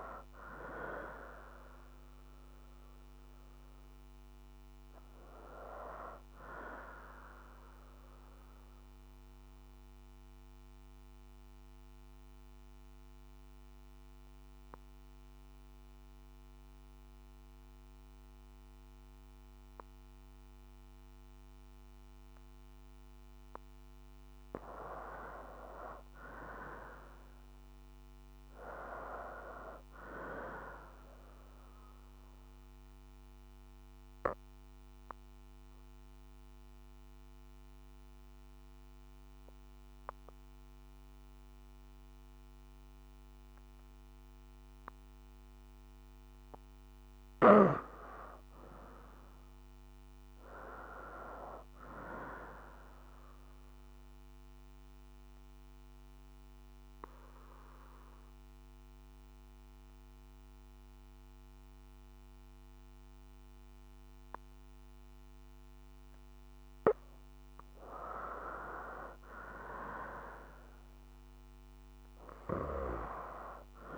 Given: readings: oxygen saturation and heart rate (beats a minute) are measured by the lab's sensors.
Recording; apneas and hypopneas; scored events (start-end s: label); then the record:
breathing in sleep by a microphone on the trachea; 3
0.00-21.50 s: oxygen desaturation (device-marked, oxygen 79% lowest, heart rate 58 extreme)
8.00-24.00 s: obstructive apnea (oxygen 94% before, 79% lowest, heart rate 61 before, 58 extreme, up 5 after)
25.50-29.00 s: arousal
31.50-49.50 s: oxygen desaturation (device-marked, oxygen 96% before, 82% lowest, heart rate 60 before, 58 extreme)
32.50-46.00 s: obstructive apnea (oxygen 96% before, 82% lowest, heart rate 60 before, 58 extreme, up 5 after)
48.00-51.50 s: arousal
54.50-67.50 s: obstructive apnea (oxygen 96% before, 76% lowest, heart rate 61 before, 58 extreme, up 5 after)
59.50-71.50 s: oxygen desaturation (device-marked, oxygen 95% before, 82% lowest, heart rate 62 before, 58 extreme)
68.50-72.00 s: arousal
From the record:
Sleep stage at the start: N2 (light sleep); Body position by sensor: on the back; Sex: female